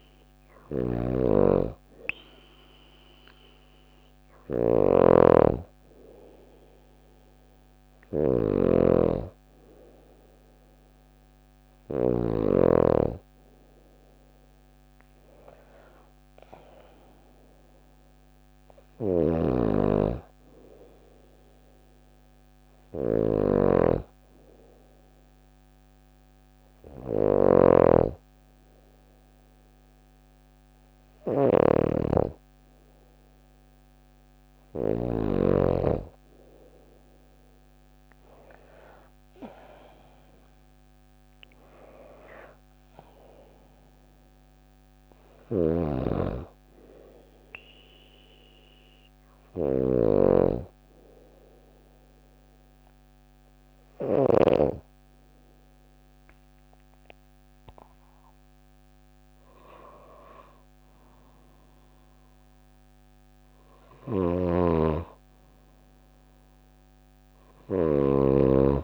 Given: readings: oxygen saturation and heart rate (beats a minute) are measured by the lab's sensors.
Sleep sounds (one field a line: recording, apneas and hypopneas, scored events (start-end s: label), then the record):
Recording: breathing in sleep by a microphone on the trachea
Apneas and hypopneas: none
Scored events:
0.00-11.00 s: snoring (device-marked)
18.00-34.00 s: snoring (device-marked)
44.50-53.50 s: snoring (device-marked)
63.00-68.84 s: snoring (device-marked)
From the record:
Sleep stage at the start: N2 (light sleep)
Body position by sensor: on the back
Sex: female